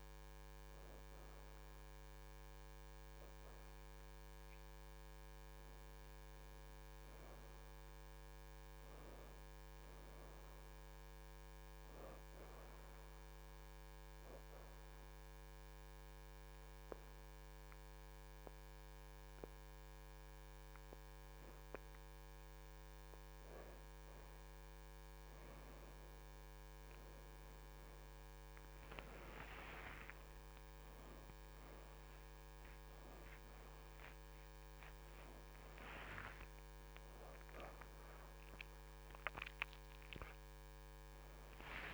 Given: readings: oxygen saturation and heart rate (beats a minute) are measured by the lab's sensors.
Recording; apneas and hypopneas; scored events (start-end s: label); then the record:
breathing in sleep by a microphone on the trachea; 1
0.00-10.00 s: oxygen desaturation (device-marked, oxygen 83% before, 78% lowest, heart rate 79 before, 77 extreme)
10.00-13.50 s: arousal
15.00-25.00 s: obstructive apnea (oxygen 86% before, 68% lowest, heart rate 80 before, 77 extreme, up 5 after)
19.00-24.00 s: oxygen desaturation (device-marked, oxygen 84% before, 77% lowest, heart rate 80 before, 77 extreme)
29.00-41.93 s: oxygen desaturation (device-marked, oxygen 85% before, 68% lowest, heart rate 79 before, 76 extreme)
From the record:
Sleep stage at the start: N1 (lightest sleep); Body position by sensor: on the back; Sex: female